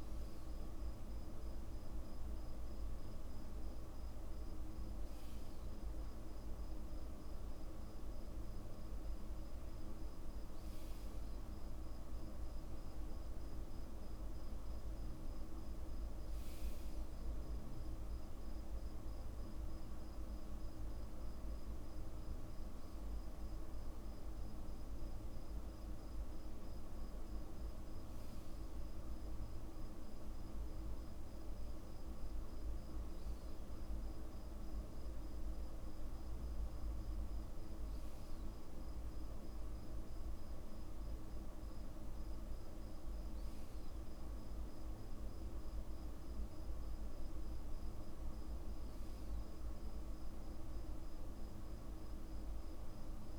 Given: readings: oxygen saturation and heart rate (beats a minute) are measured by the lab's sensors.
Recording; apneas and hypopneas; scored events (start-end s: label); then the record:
breathing in sleep, hard to hear, by a room microphone; none
none scored
From the record:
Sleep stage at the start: N2 (light sleep); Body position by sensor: on the back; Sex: male